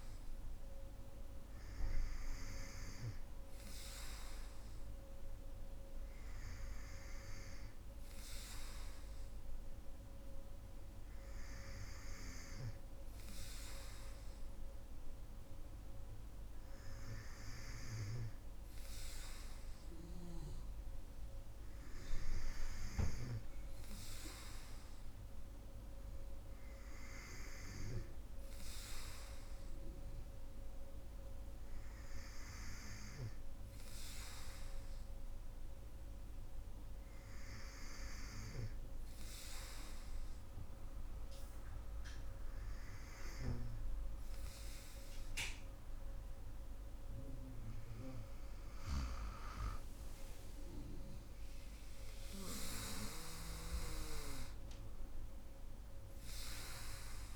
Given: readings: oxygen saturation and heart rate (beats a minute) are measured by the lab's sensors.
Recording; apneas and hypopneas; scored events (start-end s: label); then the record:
breathing in sleep by a room microphone; none
none scored
From the record:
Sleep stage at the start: N3 (deep sleep); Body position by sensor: on the right side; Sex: female